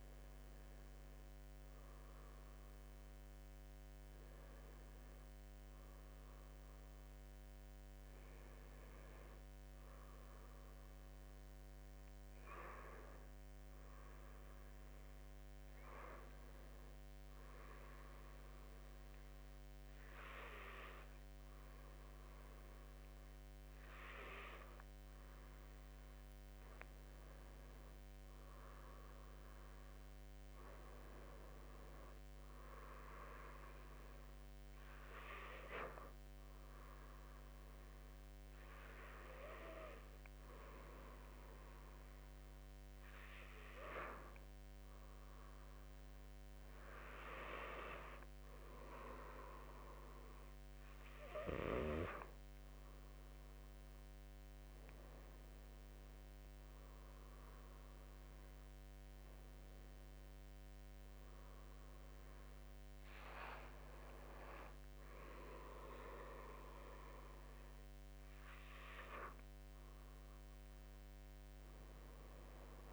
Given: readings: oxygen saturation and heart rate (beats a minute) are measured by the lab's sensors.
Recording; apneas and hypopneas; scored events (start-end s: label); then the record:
breathing in sleep by a microphone on the trachea; none
34.50-41.50 s: oxygen desaturation (device-marked, oxygen 94% before, 90% lowest, heart rate 66 before, 61 extreme)
From the record:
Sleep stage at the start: N2 (light sleep); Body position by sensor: on the back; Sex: male